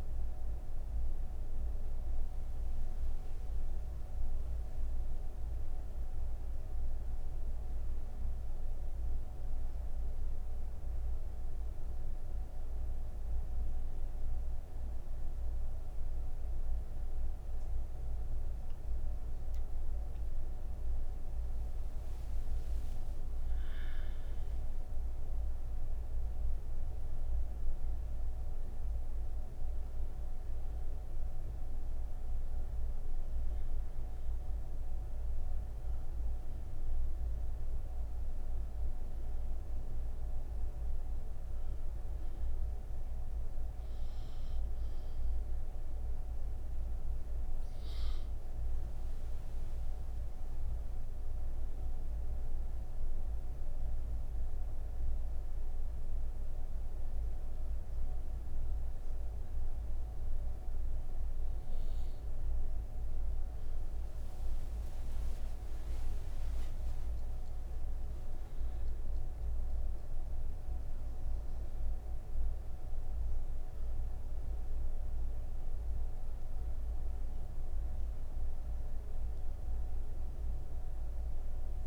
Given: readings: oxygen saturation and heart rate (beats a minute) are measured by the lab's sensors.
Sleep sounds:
breathing in sleep, hard to hear, by a room microphone; 2
8.00-20.50 s: obstructive apnea (oxygen 98% before, 95% lowest)
39.00-50.50 s: hypopnea (oxygen 99% before, 95% lowest)
46.00-63.00 s: oxygen desaturation (device-marked, oxygen 98% before, 95% lowest)
59.00-81.87 s: new sleep stage, N1 (lightest sleep)
From the record:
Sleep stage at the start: N3 (deep sleep); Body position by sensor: on the right side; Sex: female

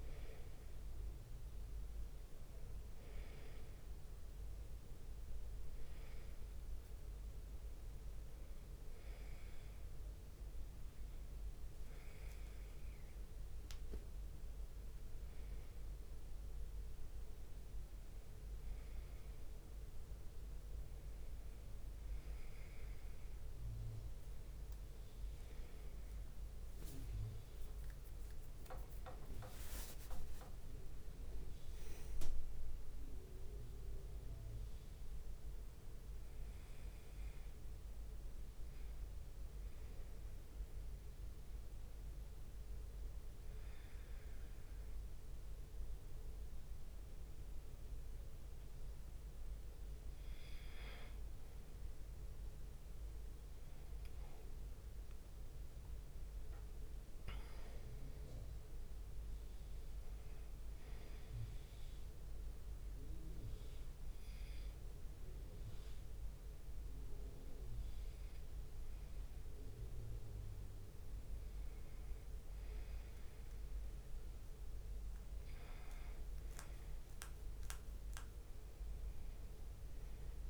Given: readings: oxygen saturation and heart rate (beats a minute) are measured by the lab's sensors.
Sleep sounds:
breathing in sleep, hard to hear, by a room microphone; 2
8.50-9.50 s: leg movement (device-marked)
27.00-32.00 s: arousal
27.00-34.00 s: leg movement (device-marked)
41.50-51.50 s: obstructive apnea (oxygen 94% before, 91% lowest, heart rate 70 before, 65 extreme, up 5 after)
41.50-80.50 s: new sleep stage, N2 (light sleep)
54.00-59.00 s: arousal
62.50-73.50 s: oxygen desaturation (device-marked, oxygen 95% before, 91% lowest, heart rate 69 before, 65 extreme)
62.50-74.00 s: hypopnea (oxygen 95% before, 91% lowest, heart rate 69 before, 65 extreme, up 4 after)
78.00-80.50 s: arousal
From the record:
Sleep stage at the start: N1 (lightest sleep); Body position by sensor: on the right side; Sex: male

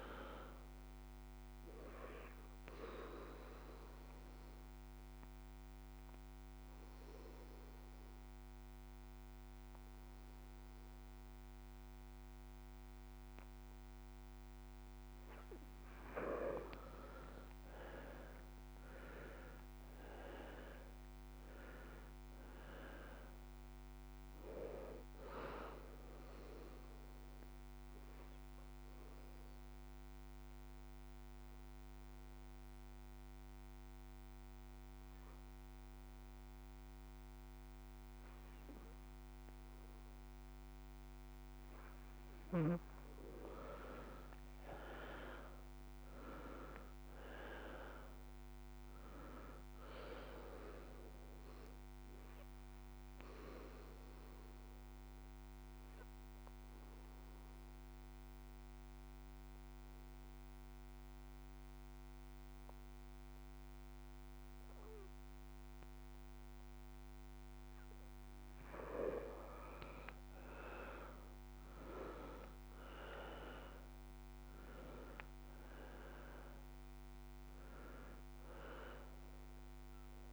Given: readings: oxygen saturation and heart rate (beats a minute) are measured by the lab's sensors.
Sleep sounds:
breathing in sleep by a microphone on the trachea; 3
0.00-1.00 s: arousal
0.00-13.50 s: oxygen desaturation (device-marked, oxygen 86% lowest)
2.50-15.00 s: obstructive apnea (oxygen 98% before, 84% lowest)
15.50-38.50 s: oxygen desaturation (device-marked, oxygen 96% before, 84% lowest)
17.50-22.00 s: arousal
26.50-42.50 s: obstructive apnea (oxygen 98% before, 84% lowest)
43.50-63.50 s: oxygen desaturation (device-marked, oxygen 97% before, 84% lowest)
44.00-49.00 s: arousal
53.50-67.50 s: obstructive apnea (oxygen 97% before, 84% lowest)
69.50-80.33 s: oxygen desaturation (device-marked, oxygen 97% before, 84% lowest)
70.00-73.50 s: arousal
From the record:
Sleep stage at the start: N2 (light sleep); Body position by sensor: on the left side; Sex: male

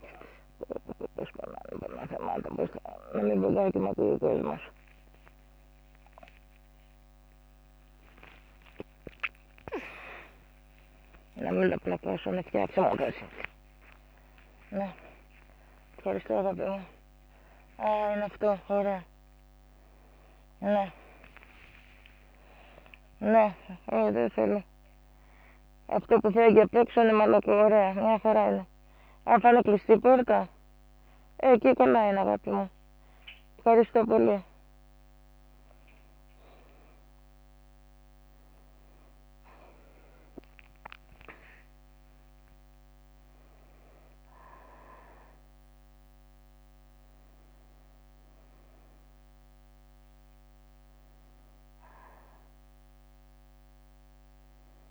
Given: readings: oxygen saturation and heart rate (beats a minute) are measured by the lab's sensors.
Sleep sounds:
a person awake in a sleep study, by a microphone on the trachea; none
10.00-12.00 s: long interval between heartbeats (device-marked, heart rate 52 before, 38 extreme)
11.00-16.50 s: snoring (device-marked)
12.50-14.50 s: long interval between heartbeats (device-marked, heart rate 50 before, 52 extreme)
20.00-22.00 s: long interval between heartbeats (device-marked, heart rate 64 before, 93 extreme)
22.00-34.00 s: tachycardia (device-marked, heart rate 66 before, 144 extreme)
23.00-25.00 s: long interval between heartbeats (device-marked, heart rate 69 before, 100 extreme)
25.50-29.50 s: snoring (device-marked)
26.00-28.00 s: long interval between heartbeats (device-marked, heart rate 76 before, 117 extreme)
29.50-31.50 s: long interval between heartbeats (device-marked, heart rate 87 before, 116 extreme)
32.50-34.50 s: long interval between heartbeats (device-marked, heart rate 101 before, 142 extreme)
39.00-41.00 s: long interval between heartbeats (device-marked, heart rate 111 before, 64 extreme)
42.00-44.00 s: long interval between heartbeats (device-marked, heart rate 108 before, 88 extreme)
From the record:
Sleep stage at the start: awake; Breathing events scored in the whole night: 197 in 5.3 hours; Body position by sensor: on the back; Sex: female

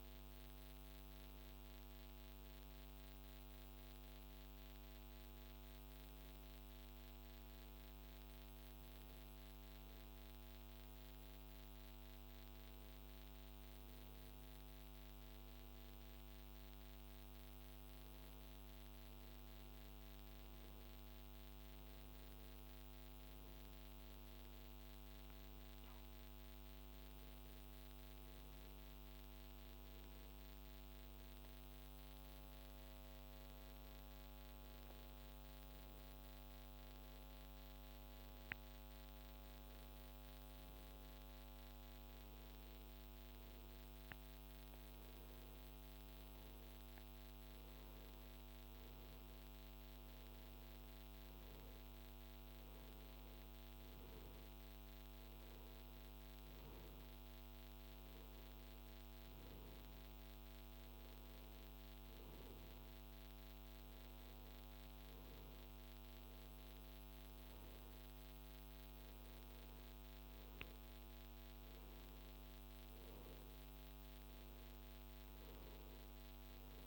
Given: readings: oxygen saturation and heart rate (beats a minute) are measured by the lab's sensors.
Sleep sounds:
breathing in sleep, hard to hear, by a microphone on the trachea; none
none scored
From the record:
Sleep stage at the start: N1 (lightest sleep); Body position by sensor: on the right side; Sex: male

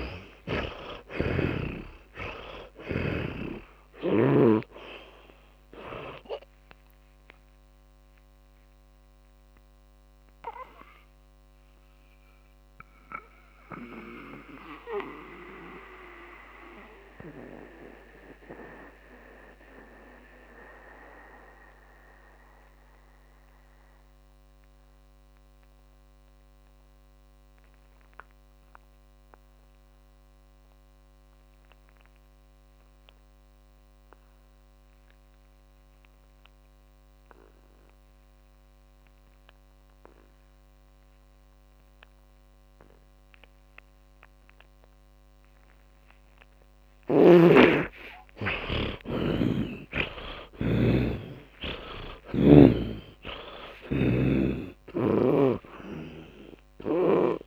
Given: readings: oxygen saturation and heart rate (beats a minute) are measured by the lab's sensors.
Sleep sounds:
breathing in sleep by a microphone on the trachea; 1
0.00-4.50 s: snoring (device-marked)
3.50-25.50 s: oxygen desaturation (device-marked, oxygen 96% before, 75% lowest, heart rate 59 before, 49 extreme)
8.50-48.50 s: mixed apnea (oxygen 100% before, 75% lowest, heart rate 66 before, 49 extreme, up 41 after)
38.50-57.46 s: oxygen desaturation (device-marked, oxygen 100% before, 78% lowest, heart rate 62 before, 48 extreme)
49.50-54.50 s: arousal
From the record:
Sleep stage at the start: N2 (light sleep); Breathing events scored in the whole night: 322 in 4.2 hours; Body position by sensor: on the back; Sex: male

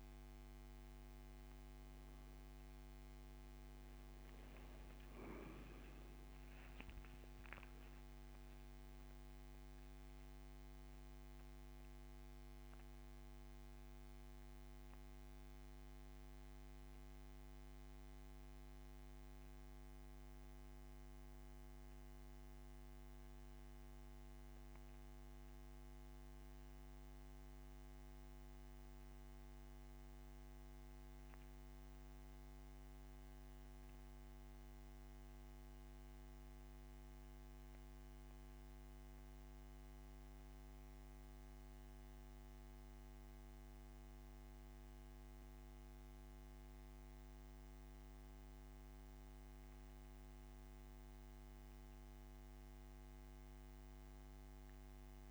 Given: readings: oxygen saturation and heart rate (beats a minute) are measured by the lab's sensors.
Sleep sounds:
breathing in sleep, hard to hear, by a microphone on the trachea; 1
18.50-50.50 s: oxygen desaturation (device-marked, oxygen 95% before, 90% lowest)
20.50-49.00 s: central apnea (oxygen 97% before, 87% lowest)
53.00-55.31 s: arousal
From the record:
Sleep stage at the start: N2 (light sleep); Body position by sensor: on the back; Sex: male

